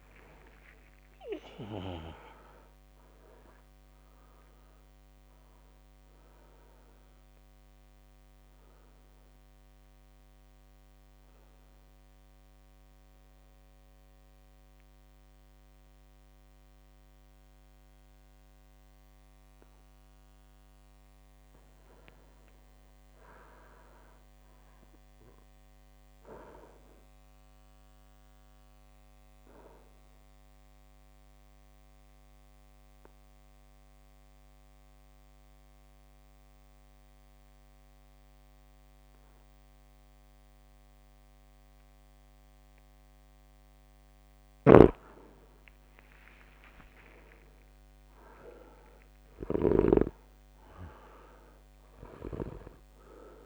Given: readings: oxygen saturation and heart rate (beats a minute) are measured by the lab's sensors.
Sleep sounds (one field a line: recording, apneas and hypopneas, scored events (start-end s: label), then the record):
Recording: breathing in sleep by a microphone on the trachea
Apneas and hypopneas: 2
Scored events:
1.50-5.00 s: arousal
7.50-20.50 s: central apnea (oxygen 100% before, 95% lowest, heart rate 59 before, 57 extreme, up 4 after)
22.50-25.50 s: arousal
28.50-44.00 s: obstructive apnea (oxygen 100% before, 95% lowest, heart rate 59 before, 57 extreme, up 13 after)
44.50-50.00 s: snoring (device-marked)
45.00-53.46 s: drop in pulse transit time (device-marked, heart rate 58 before, 59 extreme)
46.50-50.00 s: arousal
47.00-49.00 s: long interval between heartbeats (device-marked, heart rate 58 before, 70 extreme)
From the record:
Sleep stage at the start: REM sleep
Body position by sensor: on the back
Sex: male